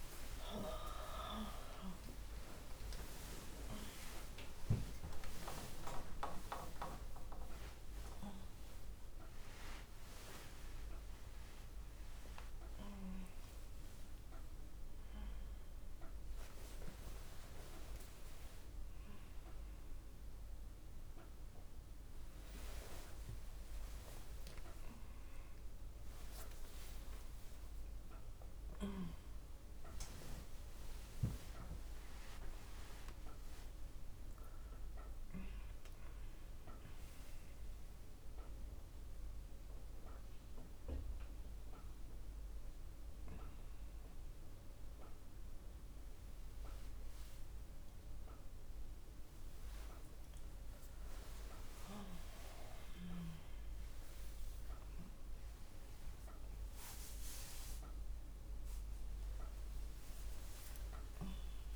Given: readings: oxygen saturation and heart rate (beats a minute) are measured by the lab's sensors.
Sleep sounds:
a person awake in a sleep study, by a room microphone; none
none scored
From the record:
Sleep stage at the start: awake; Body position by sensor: on the back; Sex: female

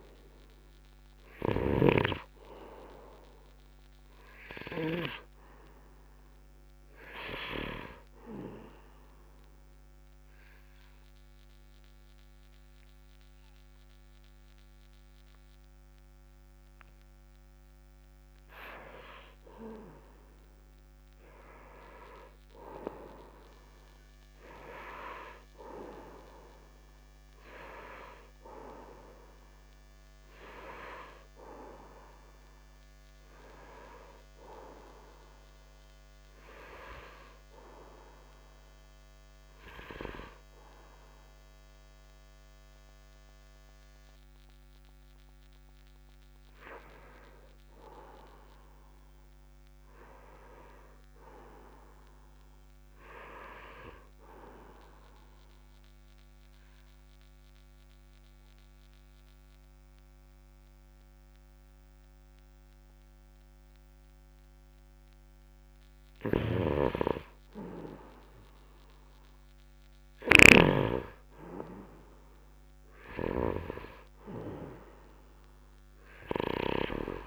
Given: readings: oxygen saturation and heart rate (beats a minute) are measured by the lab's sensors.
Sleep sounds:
breathing in sleep by a microphone on the trachea; 2
0.00-2.00 s: snoring (device-marked)
8.00-19.00 s: obstructive apnea (oxygen 96% before, 90% lowest, heart rate 70 before, 68 extreme, up 1 after)
10.50-20.50 s: oxygen desaturation (device-marked, oxygen 96% before, 90% lowest, heart rate 70 before, 68 extreme)
21.00-24.00 s: arousal
34.50-44.50 s: oxygen desaturation (device-marked, oxygen 96% before, 91% lowest, heart rate 70 before, 66 extreme)
48.00-51.50 s: arousal
55.00-67.00 s: obstructive apnea (oxygen 97% before, 91% lowest, heart rate 69 before, 66 extreme, up 1 after)
66.50-71.00 s: snoring (device-marked)
69.00-73.50 s: arousal
From the record:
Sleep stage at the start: N2 (light sleep); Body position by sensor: upright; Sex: male

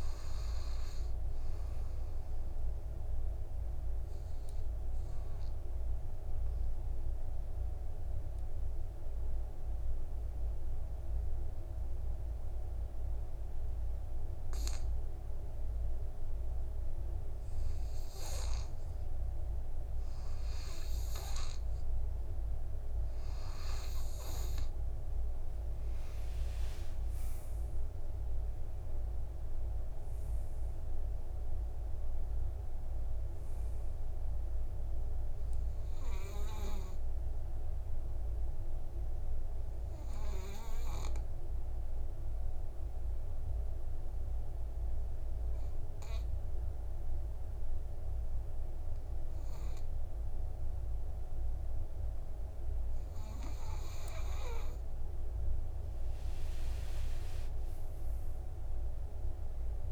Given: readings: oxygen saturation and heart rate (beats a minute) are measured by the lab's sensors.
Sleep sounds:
breathing in sleep by a room microphone; 2
3.50-20.00 s: obstructive apnea (oxygen 98% before, 94% lowest, heart rate 55 before, 52 extreme, up 7 after)
4.50-9.50 s: oxygen desaturation (device-marked, oxygen 98% before, 94% lowest, heart rate 56 before, 53 extreme)
23.50-27.00 s: arousal
38.50-54.00 s: obstructive apnea (oxygen 98% before, 93% lowest, heart rate 61 before, 48 extreme, up 26 after)
56.00-59.50 s: arousal
57.00-59.00 s: long interval between heartbeats (device-marked, heart rate 51 before, 65 extreme)
From the record:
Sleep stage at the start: N2 (light sleep); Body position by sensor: on the back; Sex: male

